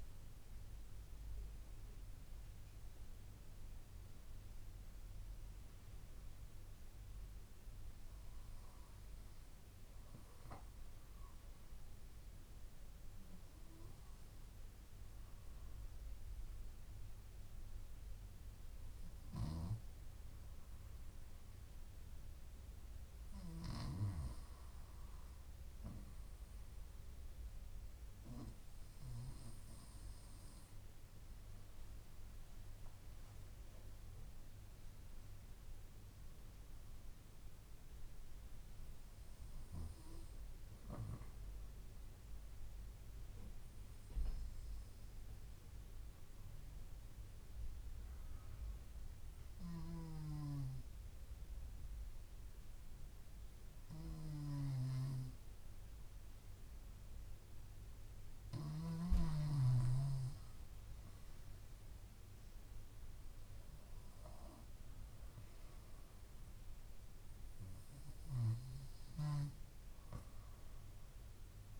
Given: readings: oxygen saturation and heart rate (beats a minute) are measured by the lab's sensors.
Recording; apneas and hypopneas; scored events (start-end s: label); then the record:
breathing in sleep by a room microphone; 2
0.00-2.50 s: arousal
10.00-23.00 s: hypopnea (oxygen 99% before, 95% lowest)
25.50-30.00 s: arousal
45.50-58.50 s: obstructive apnea (oxygen 98% before, 94% lowest)
60.50-64.00 s: arousal
From the record:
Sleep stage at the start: N2 (light sleep); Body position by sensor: on the back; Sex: female